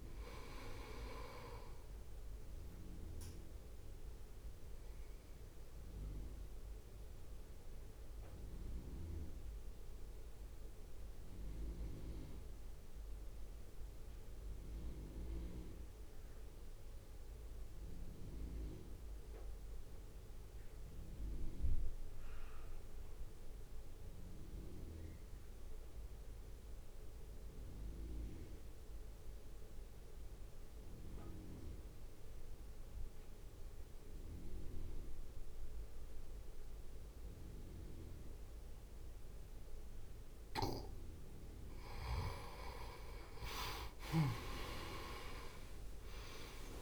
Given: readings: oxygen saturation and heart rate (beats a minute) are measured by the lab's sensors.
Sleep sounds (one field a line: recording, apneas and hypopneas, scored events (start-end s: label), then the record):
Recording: breathing in sleep by a room microphone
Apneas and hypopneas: 1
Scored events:
0.00-10.50 s: oxygen desaturation (device-marked, oxygen 91% lowest, heart rate 52 extreme)
0.00-11.50 s: drop in pulse transit time (device-marked, heart rate 52 extreme)
4.50-40.50 s: mixed apnea (oxygen 98% before, 88% lowest, heart rate 59 before, 52 extreme, up 8 after)
16.50-26.50 s: oxygen desaturation (device-marked, oxygen 92% before, 89% lowest, heart rate 54 before, 53 extreme)
39.50-46.82 s: oxygen desaturation (device-marked, oxygen 97% before, 89% lowest, heart rate 60 before, 52 extreme)
43.00-46.82 s: arousal
From the record:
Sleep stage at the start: N2 (light sleep)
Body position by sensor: on the right side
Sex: male